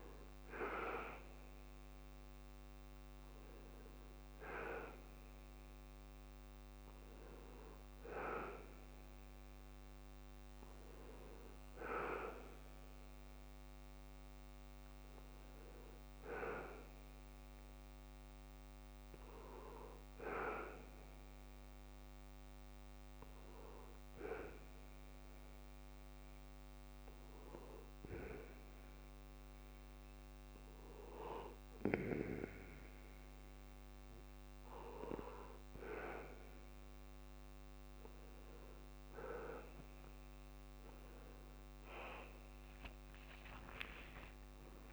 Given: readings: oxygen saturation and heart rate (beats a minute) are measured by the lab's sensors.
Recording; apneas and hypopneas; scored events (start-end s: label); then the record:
breathing in sleep by a microphone on the trachea; 1
1.00-39.50 s: hypopnea (oxygen 99% before, 92% lowest, heart rate 92 before, 50 extreme)
42.00-44.93 s: arousal
From the record:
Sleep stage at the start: N1 (lightest sleep); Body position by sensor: on the back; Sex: male